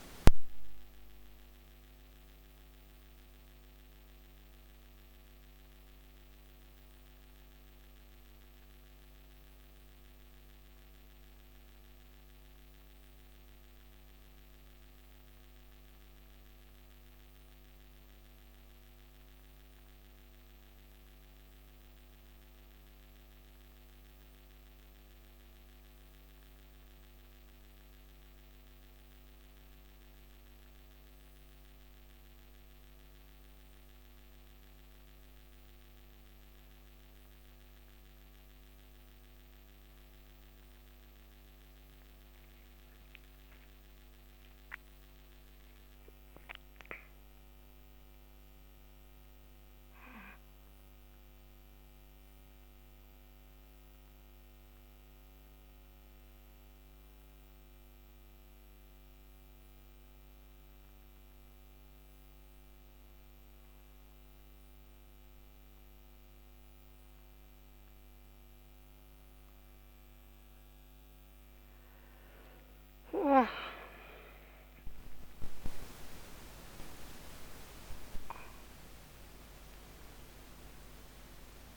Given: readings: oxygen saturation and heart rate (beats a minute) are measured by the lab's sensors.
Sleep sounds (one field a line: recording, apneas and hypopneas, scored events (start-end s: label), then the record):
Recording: breathing in sleep by a microphone on the trachea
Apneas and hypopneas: none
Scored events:
none scored
From the record:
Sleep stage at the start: N1 (lightest sleep)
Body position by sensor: on the back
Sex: female